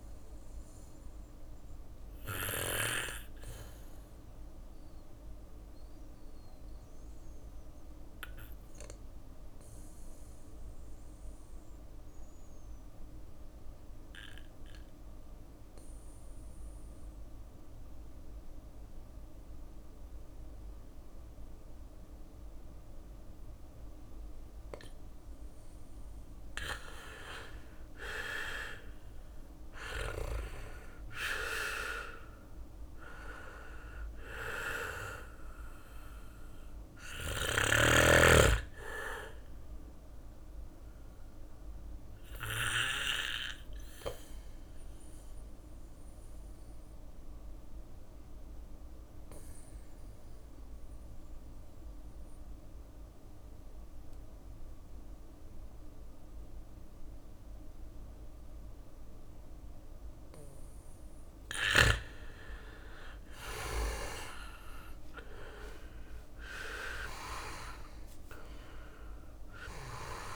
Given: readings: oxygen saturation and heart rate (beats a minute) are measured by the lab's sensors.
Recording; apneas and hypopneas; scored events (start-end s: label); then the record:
breathing in sleep by a room microphone; 2
0.00-7.50 s: oxygen desaturation (device-marked, oxygen 93% lowest, heart rate 57 extreme)
0.00-9.50 s: drop in pulse transit time (device-marked, heart rate 58 extreme)
0.00-14.50 s: bradycardia (device-marked, heart rate 57 extreme)
1.00-24.50 s: obstructive apnea (oxygen 99% before, 91% lowest, heart rate 61 before, 57 extreme, up 4 after)
18.50-24.50 s: bradycardia (device-marked, heart rate 61 before, 59 extreme)
26.50-29.50 s: arousal
29.50-44.50 s: drop in pulse transit time (device-marked, heart rate 59 before, 60 extreme)
33.50-49.50 s: oxygen desaturation (device-marked, oxygen 99% before, 91% lowest, heart rate 60 before, 58 extreme)
38.00-59.00 s: obstructive apnea (oxygen 99% before, 91% lowest, heart rate 61 before, 56 extreme, up 7 after)
41.50-49.50 s: bradycardia (device-marked, heart rate 61 before, 59 extreme)
60.50-63.50 s: arousal
61.50-70.36 s: drop in pulse transit time (device-marked, heart rate 60 before, 58 extreme)
67.50-70.36 s: oxygen desaturation (device-marked, oxygen 98% before, 93% lowest, heart rate 61 before, 56 extreme)
68.50-70.36 s: bradycardia (device-marked, heart rate 61 before, 56 extreme)
From the record:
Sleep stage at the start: N2 (light sleep); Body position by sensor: on the back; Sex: male